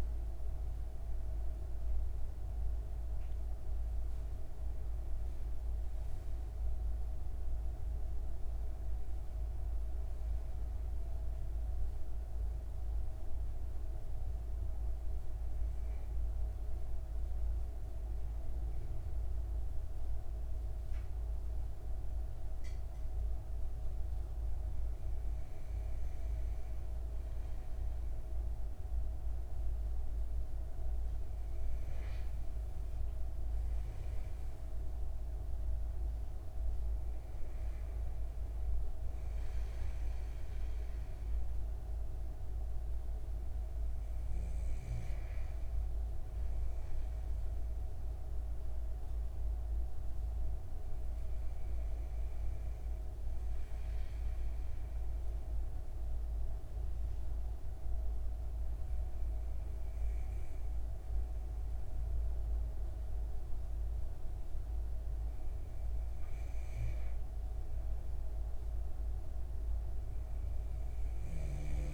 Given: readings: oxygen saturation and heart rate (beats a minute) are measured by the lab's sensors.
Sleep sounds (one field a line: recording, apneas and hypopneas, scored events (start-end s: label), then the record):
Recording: a person partly awake in a sleep study, hard to hear, by a room microphone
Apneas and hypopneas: 2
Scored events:
10.00-71.94 s: new sleep stage, N2 (light sleep)
12.50-32.00 s: hypopnea (oxygen 97% before, 94% lowest)
36.00-39.50 s: arousal
47.00-66.00 s: hypopnea (oxygen 96% before, 94% lowest)
70.00-71.94 s: arousal
From the record:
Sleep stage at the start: awake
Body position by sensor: on the back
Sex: male